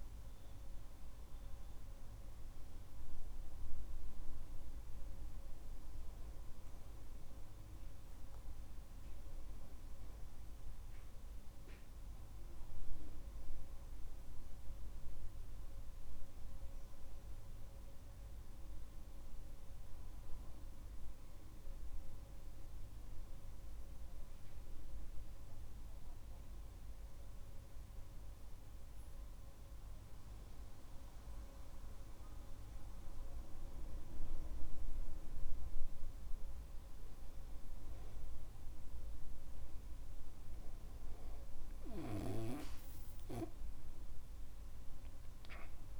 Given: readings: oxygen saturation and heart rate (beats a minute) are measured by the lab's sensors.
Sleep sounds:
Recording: breathing in sleep, hard to hear, by a room microphone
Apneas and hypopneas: none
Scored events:
44.00-46.00 s: arousal
From the record:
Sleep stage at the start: N2 (light sleep)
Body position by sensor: on the back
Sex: male

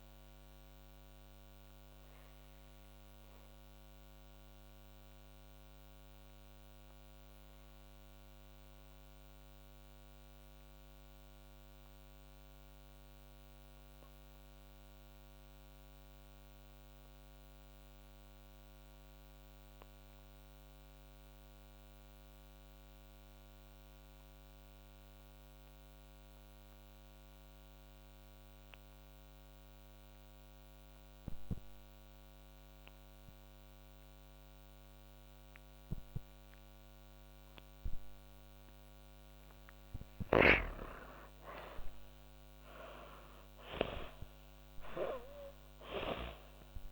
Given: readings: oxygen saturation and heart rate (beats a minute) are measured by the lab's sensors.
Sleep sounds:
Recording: breathing in sleep by a microphone on the trachea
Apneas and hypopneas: 1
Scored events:
0.00-18.50 s: oxygen desaturation (device-marked, oxygen 80% lowest)
1.50-37.50 s: obstructive apnea (oxygen 98% before, 80% lowest)
30.50-46.92 s: oxygen desaturation (device-marked, oxygen 99% before, 80% lowest, heart rate 33 before, 25 extreme)
39.00-43.50 s: arousal
From the record:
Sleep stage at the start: N2 (light sleep)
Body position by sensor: on the back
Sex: female

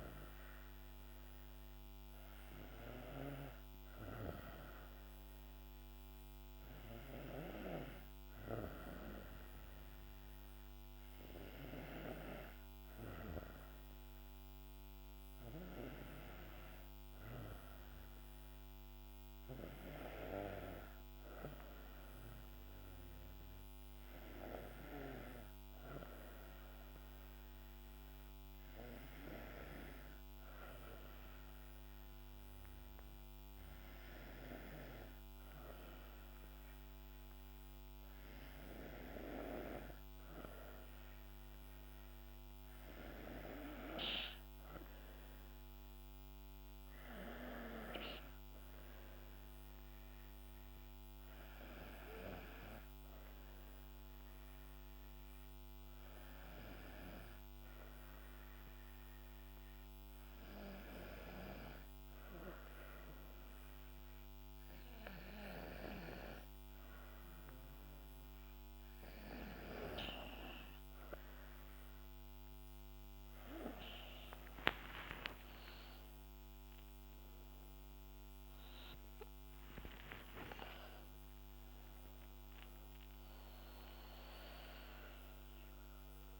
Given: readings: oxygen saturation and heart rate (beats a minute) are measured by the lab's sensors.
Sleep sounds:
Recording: breathing in sleep by a microphone on the trachea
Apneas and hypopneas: 1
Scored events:
49.00-71.00 s: obstructive apnea (oxygen 95% before, 90% lowest, heart rate 70 before, 64 extreme, up 7 after)
73.50-86.40 s: oxygen desaturation (device-marked, oxygen 95% before, 90% lowest, heart rate 69 before, 63 extreme)
74.00-79.50 s: arousal
From the record:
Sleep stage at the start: N2 (light sleep)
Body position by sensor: on the back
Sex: female

